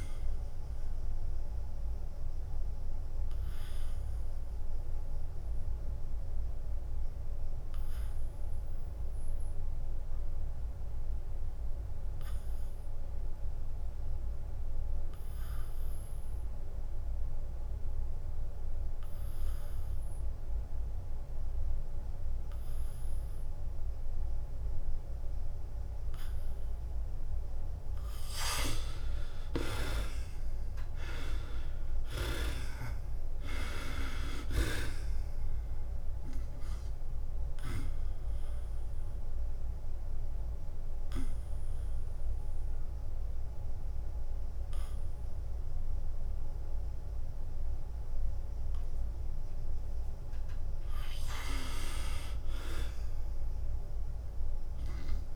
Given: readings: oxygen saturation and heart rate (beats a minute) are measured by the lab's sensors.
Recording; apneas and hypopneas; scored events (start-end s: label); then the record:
breathing in sleep by a room microphone; 2
0.00-4.50 s: drop in pulse transit time (device-marked, heart rate 90 extreme)
0.00-20.50 s: oxygen desaturation (device-marked, oxygen 74% lowest, heart rate 85 extreme)
2.50-27.50 s: obstructive apnea (oxygen 97% before, 74% lowest, heart rate 91 before, 85 extreme, up 6 after)
30.50-33.50 s: arousal
30.50-41.50 s: drop in pulse transit time (device-marked, heart rate 88 before, 87 extreme)
38.50-49.50 s: obstructive apnea (oxygen 98% before, 78% lowest, heart rate 88 before, 85 extreme, up 0 after)
48.50-55.36 s: oxygen desaturation (device-marked, oxygen 95% before, 78% lowest, heart rate 90 before, 85 extreme)
52.00-55.36 s: arousal
From the record:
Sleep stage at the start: N2 (light sleep); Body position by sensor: on the back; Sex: male